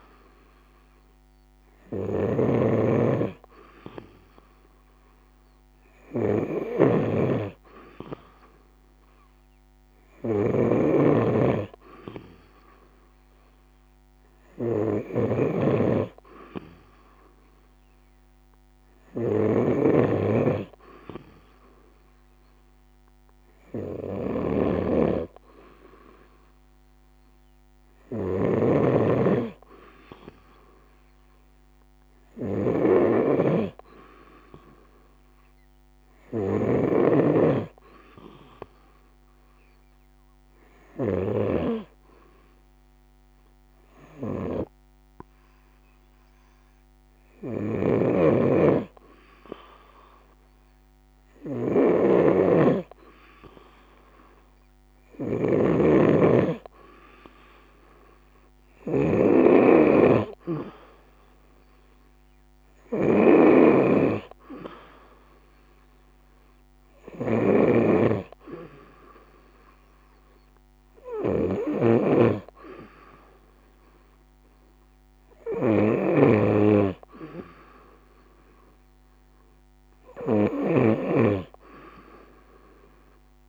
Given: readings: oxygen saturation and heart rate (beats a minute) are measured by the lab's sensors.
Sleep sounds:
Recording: breathing in sleep by a microphone on the trachea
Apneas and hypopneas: 1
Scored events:
0.00-83.49 s: snoring (device-marked)
40.00-53.00 s: hypopnea (oxygen 92% before, 88% lowest, heart rate 67 before, 65 extreme, up 9 after)
55.50-60.00 s: arousal
63.00-83.49 s: oxygen desaturation (device-marked, oxygen 91% before, 88% lowest, heart rate 72 before, 65 extreme)
From the record:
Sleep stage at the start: N2 (light sleep)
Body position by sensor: on the right side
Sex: female

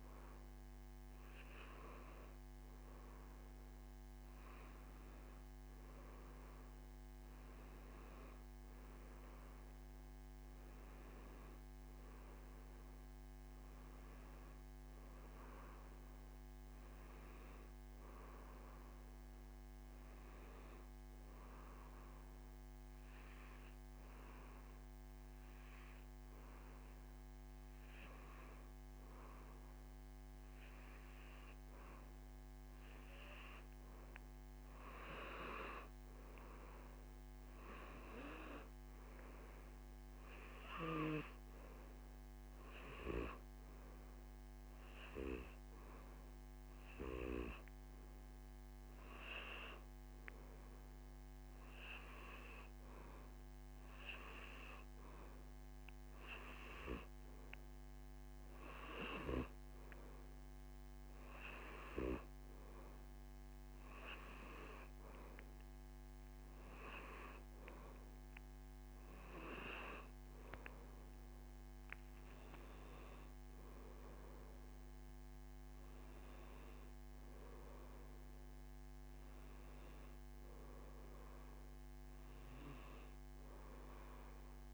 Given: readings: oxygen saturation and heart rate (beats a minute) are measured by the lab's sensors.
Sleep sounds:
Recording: breathing in sleep by a microphone on the trachea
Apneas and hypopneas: 2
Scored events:
0.00-1.50 s: arousal
2.50-31.50 s: oxygen desaturation (device-marked, oxygen 96% before, 92% lowest, heart rate 85 before, 85 extreme)
22.50-35.00 s: obstructive apnea (oxygen 96% before, 90% lowest, heart rate 87 before, 85 extreme, up 4 after)
37.00-40.50 s: arousal
37.50-52.50 s: oxygen desaturation (device-marked, oxygen 96% before, 90% lowest, heart rate 88 before, 84 extreme)
45.50-58.00 s: obstructive apnea (oxygen 96% before, 90% lowest, heart rate 87 before, 83 extreme, up 3 after)
59.50-64.00 s: arousal
From the record:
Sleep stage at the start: N2 (light sleep)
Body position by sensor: on the back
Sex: male

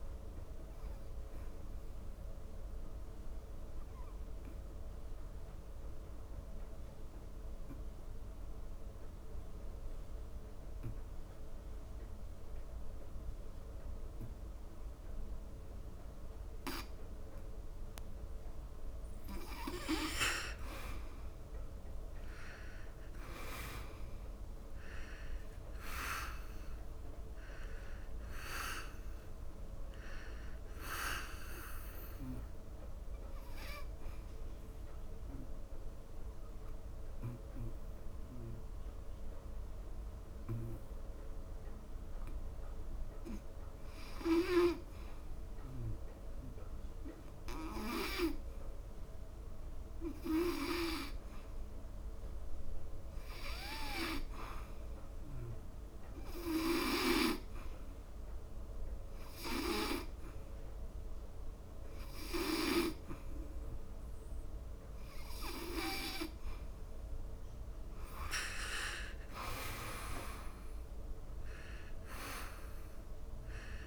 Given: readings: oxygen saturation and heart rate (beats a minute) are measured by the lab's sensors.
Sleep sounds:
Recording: breathing in sleep by a room microphone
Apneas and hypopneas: 2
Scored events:
0.00-9.00 s: oxygen desaturation (device-marked, oxygen 90% lowest, heart rate 73 extreme)
2.00-20.00 s: obstructive apnea (oxygen 98% before, 86% lowest, heart rate 79 before, 73 extreme, up 7 after)
21.50-24.50 s: arousal
25.00-48.00 s: oxygen desaturation (device-marked, oxygen 97% before, 86% lowest, heart rate 76 before, 70 extreme)
34.00-65.00 s: hypopnea (oxygen 98% before, 86% lowest, heart rate 77 before, 70 extreme, up 11 after)
63.00-73.87 s: oxygen desaturation (device-marked, oxygen 97% before, 90% lowest, heart rate 76 before, 39 extreme)
67.50-70.00 s: arousal
From the record:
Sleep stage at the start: N2 (light sleep)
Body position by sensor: on the back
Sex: male

